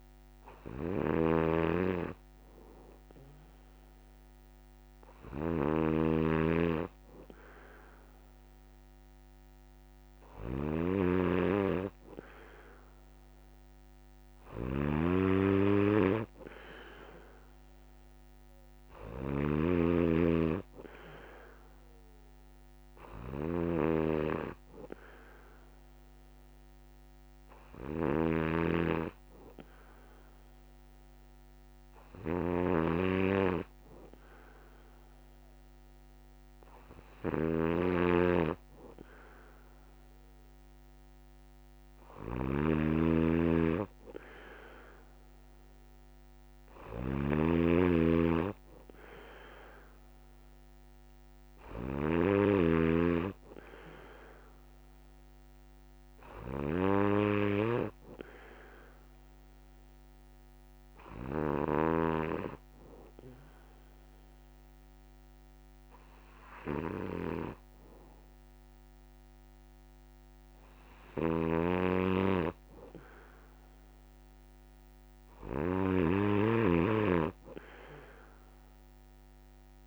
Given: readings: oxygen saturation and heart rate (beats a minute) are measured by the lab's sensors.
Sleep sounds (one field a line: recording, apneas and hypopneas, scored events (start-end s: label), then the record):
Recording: breathing in sleep by a microphone on the trachea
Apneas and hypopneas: none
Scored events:
0.00-61.50 s: snoring (device-marked)
71.00-79.87 s: snoring (device-marked)
From the record:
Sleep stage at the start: N3 (deep sleep)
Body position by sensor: on the back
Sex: male